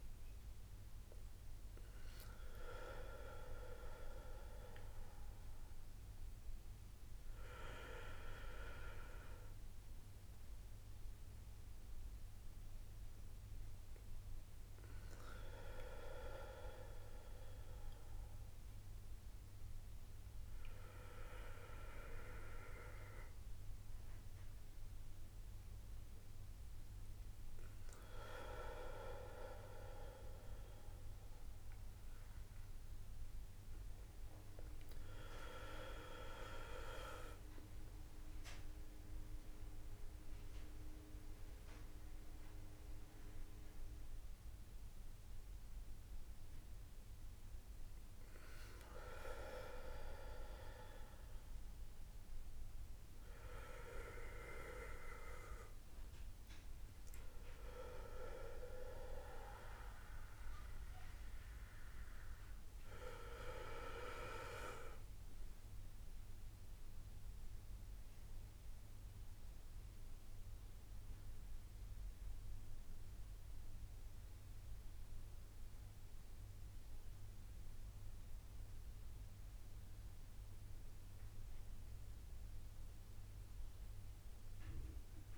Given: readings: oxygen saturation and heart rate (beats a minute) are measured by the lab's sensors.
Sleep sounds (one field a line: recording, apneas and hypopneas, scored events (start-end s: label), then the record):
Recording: breathing in sleep by a room microphone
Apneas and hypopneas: none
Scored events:
60.50-65.00 s: arousal
From the record:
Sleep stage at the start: N1 (lightest sleep)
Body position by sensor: on the back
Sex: male